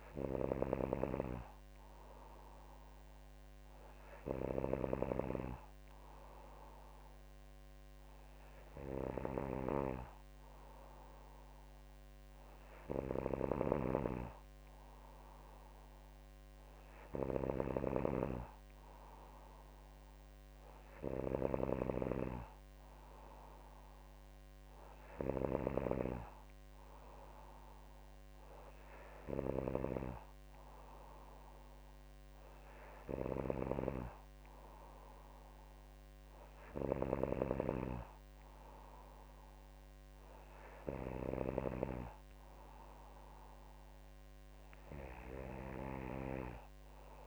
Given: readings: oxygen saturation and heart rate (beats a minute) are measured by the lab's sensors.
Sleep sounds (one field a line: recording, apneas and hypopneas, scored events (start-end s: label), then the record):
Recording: breathing in sleep by a microphone on the trachea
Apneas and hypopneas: none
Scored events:
none scored
From the record:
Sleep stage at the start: N3 (deep sleep)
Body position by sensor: on the back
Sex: female